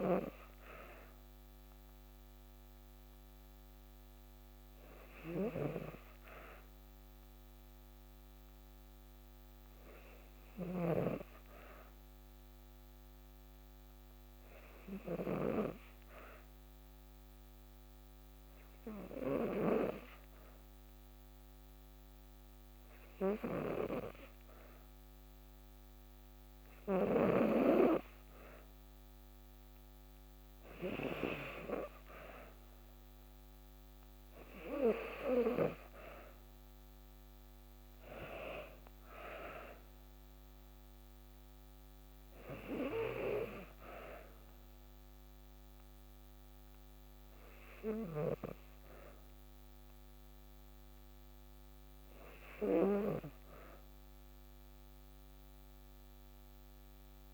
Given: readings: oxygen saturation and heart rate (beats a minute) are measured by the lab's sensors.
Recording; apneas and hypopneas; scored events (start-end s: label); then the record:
breathing in sleep by a microphone on the trachea; 1
5.00-27.00 s: hypopnea (oxygen 96% before, 92% lowest, heart rate 56 before, 55 extreme, up 2 after)
31.50-35.00 s: arousal
From the record:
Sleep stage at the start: N2 (light sleep); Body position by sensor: on the back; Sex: female